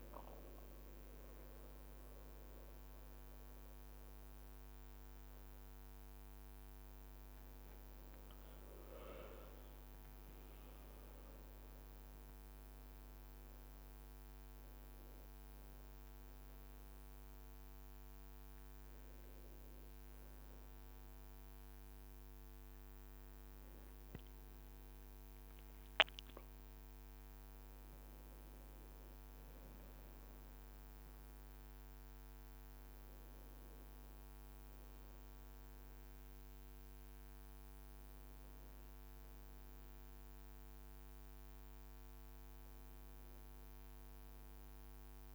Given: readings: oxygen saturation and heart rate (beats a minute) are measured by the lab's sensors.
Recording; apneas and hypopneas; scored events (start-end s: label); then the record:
breathing in sleep, hard to hear, by a microphone on the trachea; none
7.50-17.50 s: leg movement (device-marked)
From the record:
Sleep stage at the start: N1 (lightest sleep); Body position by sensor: on the back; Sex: male